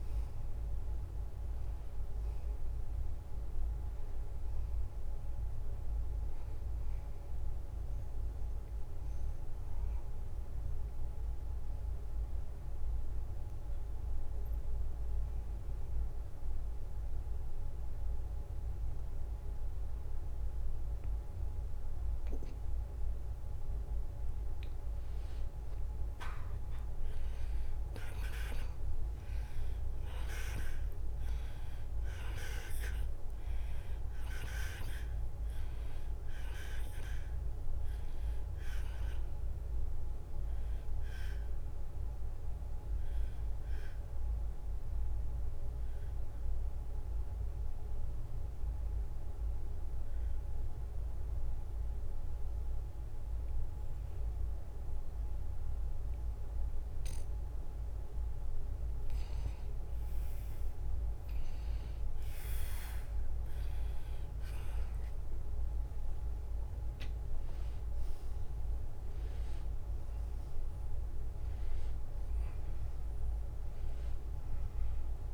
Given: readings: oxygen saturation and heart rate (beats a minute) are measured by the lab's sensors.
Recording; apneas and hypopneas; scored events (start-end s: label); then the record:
breathing in sleep, hard to hear, by a room microphone; 2
0.00-14.50 s: oxygen desaturation (device-marked, oxygen 90% lowest, heart rate 69 extreme)
10.00-23.00 s: obstructive apnea (oxygen 95% before, 88% lowest, heart rate 72 before, 69 extreme, up 6 after)
26.00-29.50 s: arousal
28.50-53.50 s: oxygen desaturation (device-marked, oxygen 95% before, 88% lowest, heart rate 71 before, 69 extreme)
41.00-58.50 s: obstructive apnea (oxygen 95% before, 88% lowest, heart rate 73 before, 69 extreme, up 0 after)
62.50-67.00 s: arousal
66.50-75.34 s: oxygen desaturation (device-marked, oxygen 95% before, 89% lowest, heart rate 72 before, 72 extreme)
From the record:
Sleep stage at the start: N2 (light sleep); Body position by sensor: on the back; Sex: male